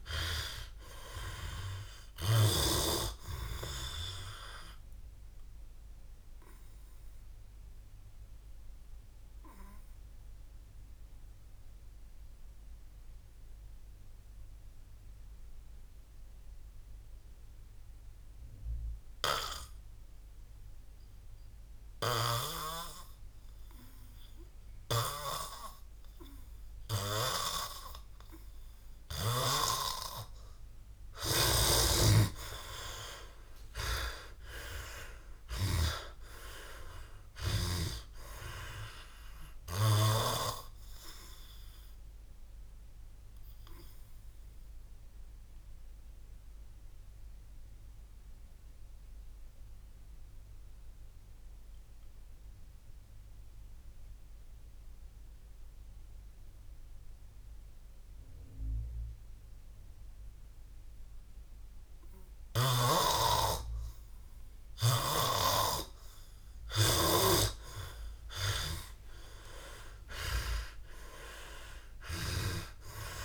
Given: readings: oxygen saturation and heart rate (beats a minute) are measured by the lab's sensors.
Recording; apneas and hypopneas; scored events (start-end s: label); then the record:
breathing in sleep by a room microphone; 2
1.50-7.50 s: oxygen desaturation (device-marked, oxygen 99% before, 95% lowest, heart rate 72 before, 57 extreme)
9.00-24.00 s: obstructive apnea (oxygen 99% before, 93% lowest, heart rate 77 before, 57 extreme, up 6 after)
23.50-31.50 s: oxygen desaturation (device-marked, oxygen 97% before, 93% lowest, heart rate 63 before, 57 extreme)
34.00-38.50 s: arousal
46.50-62.50 s: obstructive apnea (oxygen 99% before, 93% lowest, heart rate 78 before, 57 extreme)
67.00-71.50 s: arousal
From the record:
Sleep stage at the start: N2 (light sleep); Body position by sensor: on the back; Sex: male